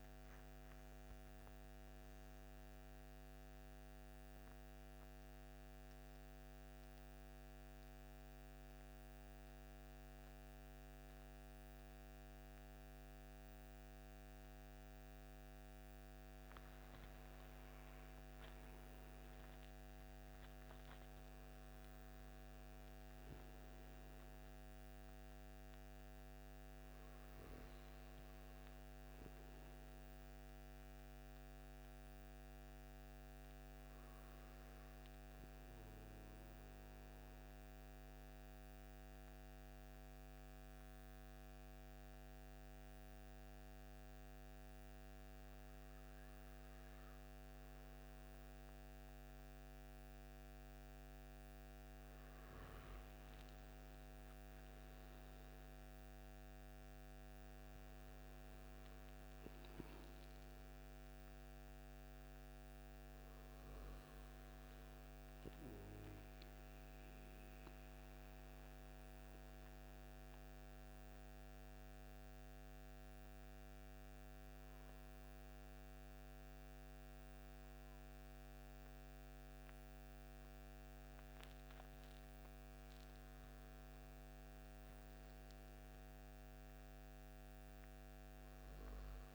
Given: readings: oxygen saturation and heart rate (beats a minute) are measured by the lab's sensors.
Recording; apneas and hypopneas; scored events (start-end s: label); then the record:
breathing in sleep, hard to hear, by a microphone on the trachea; 3
0.00-2.00 s: arousal
2.00-89.35 s: new sleep stage, N2 (light sleep)
4.00-15.50 s: mixed apnea (oxygen 98% before, 93% lowest)
17.50-21.00 s: arousal
20.00-38.00 s: oxygen desaturation (device-marked, oxygen 97% before, 94% lowest)
36.50-51.50 s: mixed apnea (oxygen 97% before, 93% lowest)
53.50-57.00 s: arousal
54.00-72.00 s: oxygen desaturation (device-marked, oxygen 96% before, 93% lowest)
66.00-82.50 s: mixed apnea (oxygen 96% before, 92% lowest)
85.00-88.00 s: arousal
From the record:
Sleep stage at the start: N1 (lightest sleep); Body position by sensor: on the right side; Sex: male